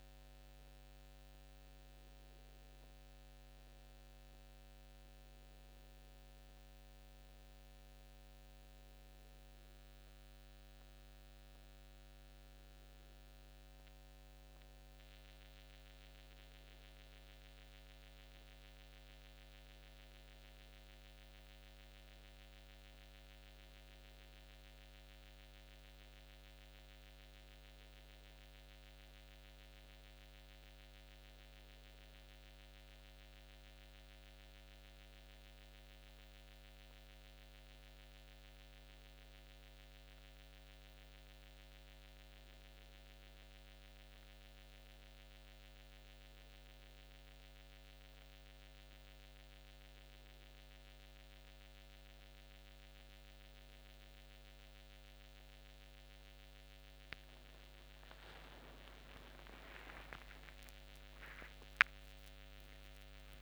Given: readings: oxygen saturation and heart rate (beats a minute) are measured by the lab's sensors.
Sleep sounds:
breathing in sleep by a microphone on the trachea; none
5.50-7.50 s: long interval between heartbeats (device-marked, heart rate 83 before, 90 extreme)
51.00-63.42 s: new sleep stage, awake
59.50-61.50 s: long interval between heartbeats (device-marked, heart rate 75 before, 109 extreme)
From the record:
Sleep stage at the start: N1 (lightest sleep); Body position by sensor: on the back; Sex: male

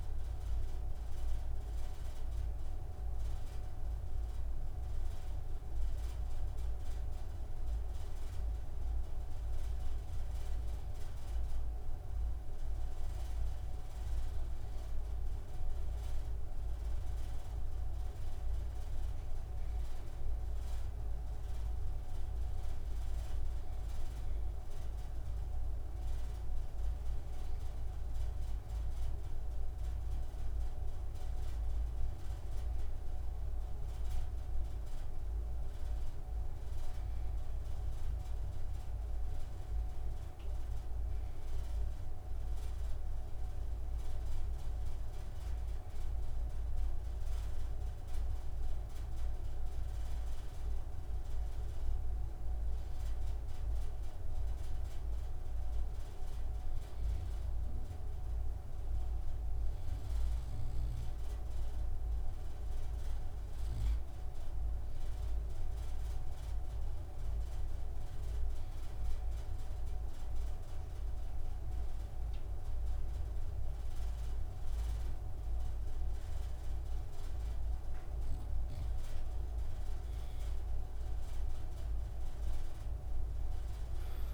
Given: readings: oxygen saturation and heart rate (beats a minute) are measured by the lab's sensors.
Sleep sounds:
breathing in sleep, hard to hear, by a room microphone; 2
4.00-17.00 s: obstructive apnea (oxygen 98% before, 93% lowest)
19.50-23.00 s: arousal
47.00-59.50 s: obstructive apnea (oxygen 96% before, 91% lowest)
61.50-65.00 s: arousal
75.00-84.34 s: oxygen desaturation (device-marked, oxygen 95% before, 91% lowest)
From the record:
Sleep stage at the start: N2 (light sleep); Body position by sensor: on the right side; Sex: male

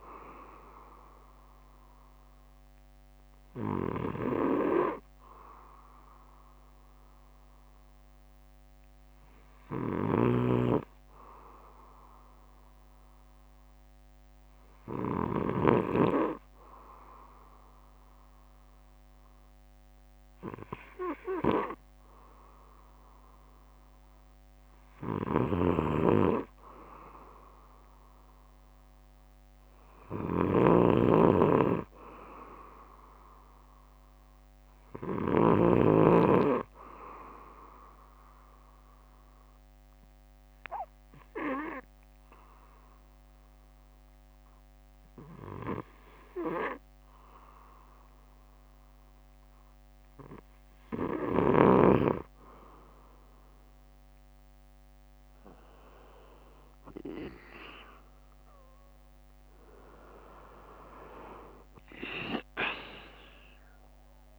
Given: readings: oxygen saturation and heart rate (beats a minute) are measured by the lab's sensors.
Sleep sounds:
breathing in sleep by a microphone on the trachea; 2
0.00-4.00 s: bradycardia (device-marked, heart rate 59 extreme)
5.00-7.00 s: bradycardia (device-marked, heart rate 60 before, 59 extreme)
6.00-9.00 s: arousal
10.00-16.00 s: snoring (device-marked)
13.00-25.00 s: hypopnea (oxygen 96% before, 93% lowest, heart rate 60 before, 56 extreme, up 1 after)
14.00-18.00 s: bradycardia (device-marked, heart rate 60 before, 59 extreme)
19.00-22.00 s: bradycardia (device-marked, heart rate 60 before, 59 extreme)
24.00-26.00 s: bradycardia (device-marked, heart rate 60 before, 59 extreme)
25.50-35.50 s: snoring (device-marked)
26.50-31.00 s: arousal
29.00-32.00 s: bradycardia (device-marked, heart rate 60 before, 60 extreme)
34.00-37.00 s: bradycardia (device-marked, heart rate 60 before, 59 extreme)
38.50-51.50 s: obstructive apnea (oxygen 96% before, 93% lowest, heart rate 59 before, 58 extreme, up 8 after)
39.00-51.00 s: bradycardia (device-marked, heart rate 60 before, 59 extreme)
55.50-59.00 s: arousal
From the record:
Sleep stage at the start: N2 (light sleep); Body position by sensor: on the back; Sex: male

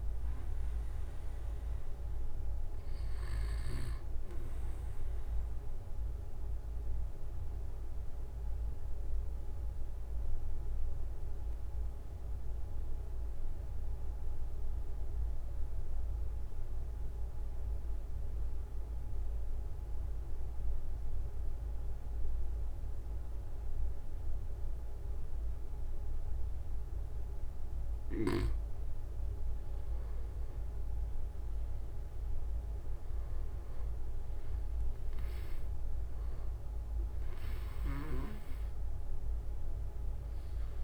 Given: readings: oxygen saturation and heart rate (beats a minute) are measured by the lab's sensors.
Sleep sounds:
breathing in sleep, hard to hear, by a room microphone; 1
5.00-21.00 s: oxygen desaturation (device-marked, oxygen 94% before, 91% lowest)
5.00-27.50 s: obstructive apnea (oxygen 96% before, 91% lowest)
28.50-34.00 s: arousal
29.50-31.50 s: long interval between heartbeats (device-marked, heart rate 44 before, 47 extreme)
32.00-34.00 s: long interval between heartbeats (device-marked, heart rate 45 before, 39 extreme)
From the record:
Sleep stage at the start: N2 (light sleep); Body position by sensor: on the right side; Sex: male

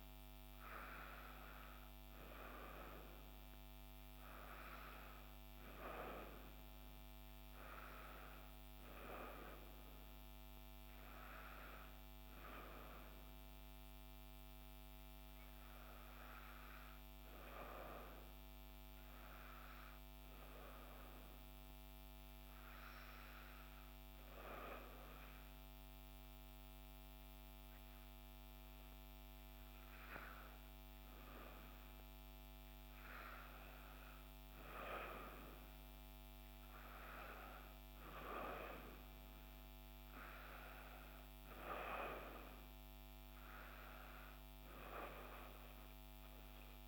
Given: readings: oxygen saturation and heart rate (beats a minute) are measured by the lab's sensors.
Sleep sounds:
breathing in sleep by a microphone on the trachea; 1
18.50-30.50 s: hypopnea (oxygen 96% before, 93% lowest, heart rate 59 before, 59 extreme, up 0 after)
31.50-35.00 s: arousal
From the record:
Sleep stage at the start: N2 (light sleep); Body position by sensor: on the back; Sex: female

